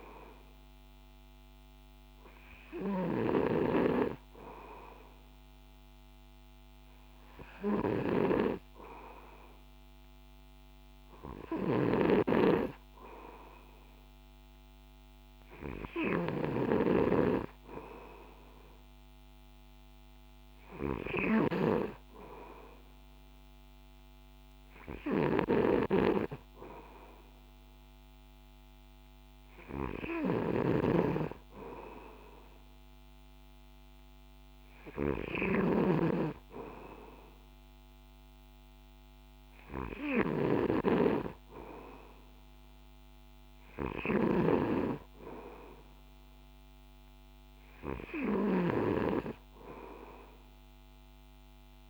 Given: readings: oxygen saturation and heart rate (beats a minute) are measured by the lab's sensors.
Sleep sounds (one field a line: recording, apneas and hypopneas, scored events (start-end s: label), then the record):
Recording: breathing in sleep by a microphone on the trachea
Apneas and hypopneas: none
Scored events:
0.00-51.90 s: snoring (device-marked)
From the record:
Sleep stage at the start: N2 (light sleep)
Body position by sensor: on the back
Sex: male